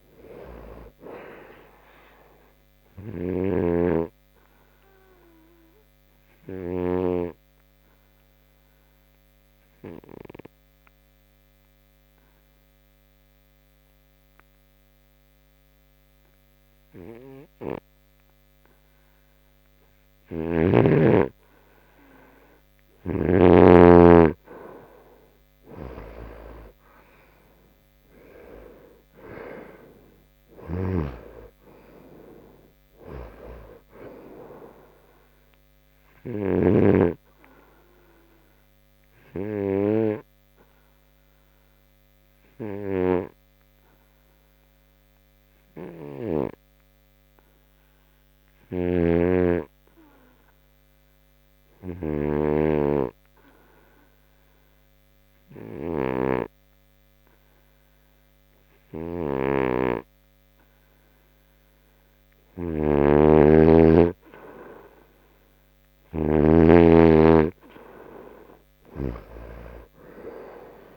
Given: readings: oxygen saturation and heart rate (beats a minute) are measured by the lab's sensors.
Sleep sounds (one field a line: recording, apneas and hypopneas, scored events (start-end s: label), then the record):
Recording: breathing in sleep by a microphone on the trachea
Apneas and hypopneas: 2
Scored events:
4.50-20.50 s: obstructive apnea (oxygen 96% before, 89% lowest, heart rate 74 before, 68 extreme, up 5 after)
20.50-24.00 s: snoring (device-marked)
22.00-25.50 s: arousal
40.00-62.00 s: hypopnea (oxygen 95% before, 89% lowest, heart rate 76 before, 65 extreme, up 8 after)
50.50-63.50 s: oxygen desaturation (device-marked, oxygen 97% before, 89% lowest, heart rate 78 before, 65 extreme)
63.50-67.00 s: snoring (device-marked)
65.50-69.50 s: arousal
From the record:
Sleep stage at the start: N2 (light sleep)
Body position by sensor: on the right side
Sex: male